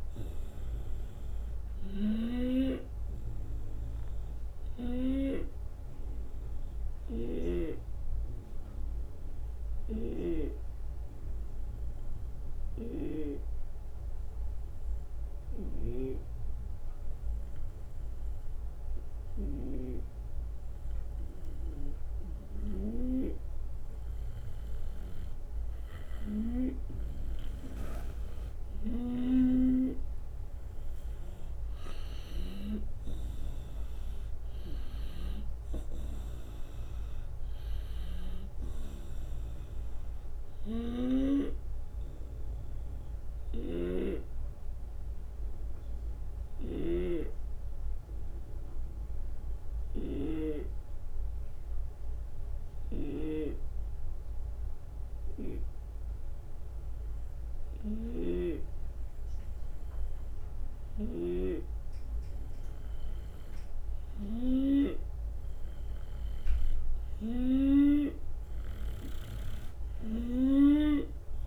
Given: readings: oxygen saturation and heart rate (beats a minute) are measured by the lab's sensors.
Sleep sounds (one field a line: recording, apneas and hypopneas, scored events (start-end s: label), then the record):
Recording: breathing in sleep by a room microphone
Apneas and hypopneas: 2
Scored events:
0.00-15.50 s: oxygen desaturation (device-marked, oxygen 92% lowest)
3.00-21.50 s: obstructive apnea (oxygen 96% before, 89% lowest)
7.00-10.50 s: snoring (device-marked)
12.50-29.50 s: snoring (device-marked)
23.00-26.50 s: arousal
28.50-45.50 s: oxygen desaturation (device-marked, oxygen 95% before, 89% lowest)
42.50-60.00 s: obstructive apnea (oxygen 95% before, 91% lowest)
43.50-66.50 s: snoring (device-marked)
64.00-68.50 s: arousal
65.50-71.47 s: oxygen desaturation (device-marked, oxygen 96% before, 91% lowest)
68.50-71.47 s: snoring (device-marked)
From the record:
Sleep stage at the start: N2 (light sleep)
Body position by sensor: on the right side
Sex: male